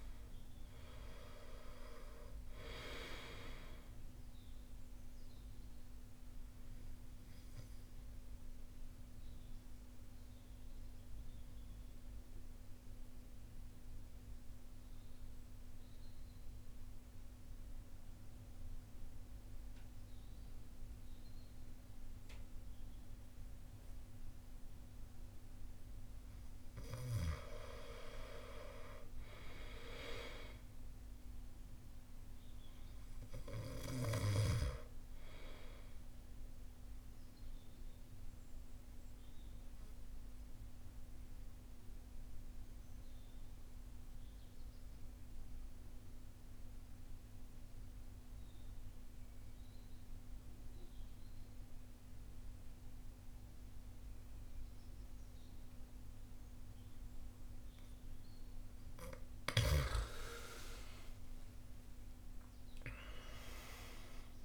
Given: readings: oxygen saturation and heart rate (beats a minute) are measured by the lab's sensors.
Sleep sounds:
breathing in sleep by a room microphone; 2
0.00-1.00 s: arousal
1.00-20.00 s: oxygen desaturation (device-marked, oxygen 97% before, 87% lowest, heart rate 56 before, 49 extreme)
5.50-25.00 s: mixed apnea (oxygen 97% before, 83% lowest, heart rate 56 before, 49 extreme, up 10 after)
27.00-32.00 s: arousal
28.00-49.00 s: oxygen desaturation (device-marked, oxygen 99% before, 90% lowest, heart rate 52 before, 52 extreme)
36.50-58.50 s: mixed apnea (oxygen 99% before, 83% lowest, heart rate 55 before, 48 extreme, up 27 after)
59.00-64.45 s: oxygen desaturation (device-marked, oxygen 97% before, 83% lowest, heart rate 55 before, 48 extreme)
60.00-64.45 s: arousal
From the record:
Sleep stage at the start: N2 (light sleep); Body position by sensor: on the right side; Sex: male

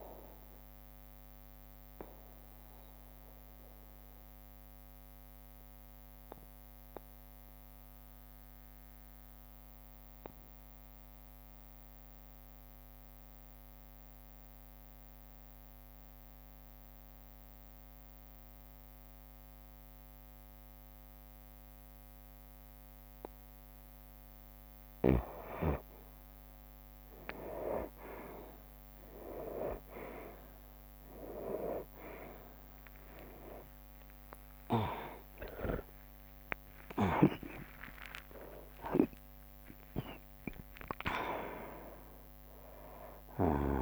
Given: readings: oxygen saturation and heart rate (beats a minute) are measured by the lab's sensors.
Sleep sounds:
breathing in sleep by a microphone on the trachea; 1
0.00-15.50 s: oxygen desaturation (device-marked, oxygen 90% lowest, heart rate 59 extreme)
1.00-24.00 s: obstructive apnea (oxygen 98% before, 89% lowest, heart rate 66 before, 59 extreme, up 11 after)
8.50-10.50 s: bradycardia (device-marked, heart rate 67 before, 61 extreme)
11.50-16.50 s: bradycardia (device-marked, heart rate 67 before, 59 extreme)
27.50-42.50 s: oxygen desaturation (device-marked, oxygen 97% before, 91% lowest, heart rate 60 before, 64 extreme)
29.00-31.00 s: long interval between heartbeats (device-marked, heart rate 60 before, 65 extreme)
31.50-38.50 s: tachycardia (device-marked, heart rate 67 before, 144 extreme)
32.50-38.00 s: arousal
32.50-43.82 s: drop in pulse transit time (device-marked, heart rate 61 before, 65 extreme)
34.50-36.50 s: long interval between heartbeats (device-marked, heart rate 63 before, 110 extreme)
From the record:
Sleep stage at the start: N2 (light sleep); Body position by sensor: on the back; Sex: male

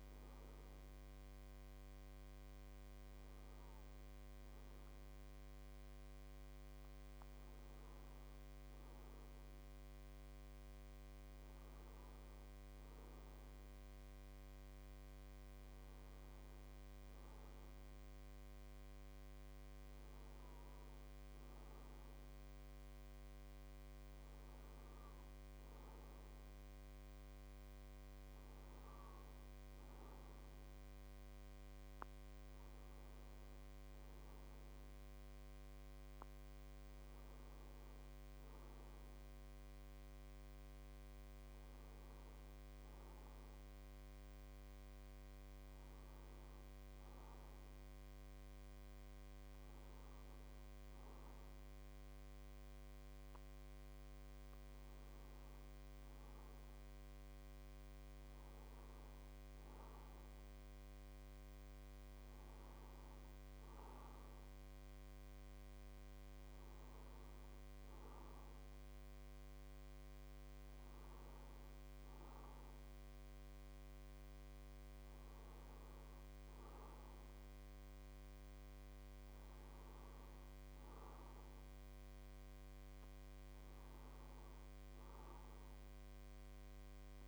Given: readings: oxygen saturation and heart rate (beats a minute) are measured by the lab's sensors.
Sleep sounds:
breathing in sleep, hard to hear, by a microphone on the trachea; none
none scored
From the record:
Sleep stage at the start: N2 (light sleep); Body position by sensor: on the right side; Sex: male

